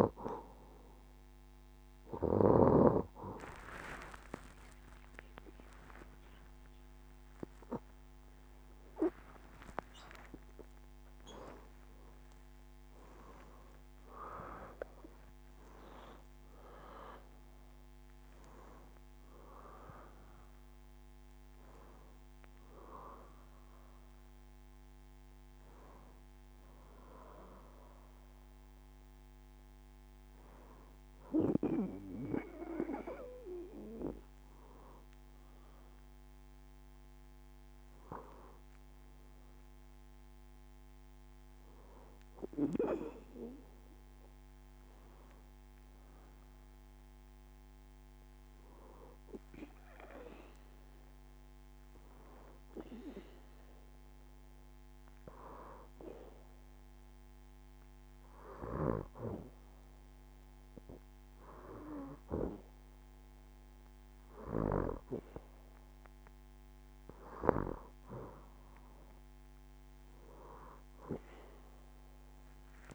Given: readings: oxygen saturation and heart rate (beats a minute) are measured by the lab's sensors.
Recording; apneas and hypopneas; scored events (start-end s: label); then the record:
breathing in sleep by a microphone on the trachea; 1
3.50-5.50 s: long interval between heartbeats (device-marked, heart rate 72 before, 88 extreme)
4.50-9.00 s: arousal
5.50-7.50 s: long interval between heartbeats (device-marked, heart rate 75 before, 108 extreme)
9.50-11.50 s: long interval between heartbeats (device-marked, heart rate 83 before, 104 extreme)
30.00-43.00 s: oxygen desaturation (device-marked, oxygen 91% before, 87% lowest, heart rate 84 before, 66 extreme)
50.00-53.50 s: arousal
55.50-67.00 s: hypopnea (oxygen 95% before, 90% lowest, heart rate 68 before, 69 extreme, up 6 after)
From the record:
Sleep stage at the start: N2 (light sleep); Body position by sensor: on the back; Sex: female